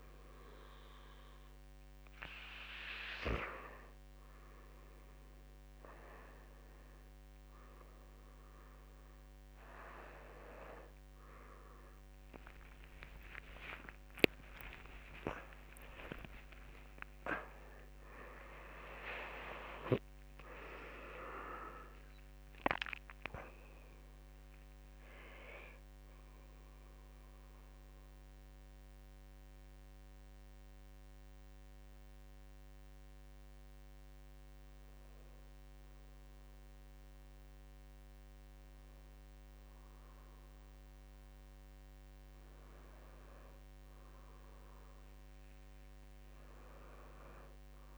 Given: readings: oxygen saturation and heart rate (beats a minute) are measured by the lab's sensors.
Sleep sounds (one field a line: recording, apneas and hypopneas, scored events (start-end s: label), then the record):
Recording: a person awake in a sleep study, by a microphone on the trachea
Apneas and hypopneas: 1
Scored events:
0.00-9.50 s: oxygen desaturation (device-marked, oxygen 94% lowest, heart rate 49 extreme)
10.50-18.50 s: tachycardia (device-marked, heart rate 56 before, 167 extreme)
14.50-32.50 s: drop in pulse transit time (device-marked, heart rate 59 before, 49 extreme)
22.50-33.50 s: oxygen desaturation (device-marked, oxygen 95% before, 86% lowest, heart rate 92 before, 48 extreme)
26.50-47.98 s: new sleep stage, N1 (lightest sleep)
28.50-39.50 s: hypopnea (oxygen 97% before, 90% lowest, heart rate 100 before, 48 extreme, up 6 after)
44.50-47.98 s: arousal
From the record:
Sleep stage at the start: awake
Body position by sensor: on the back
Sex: male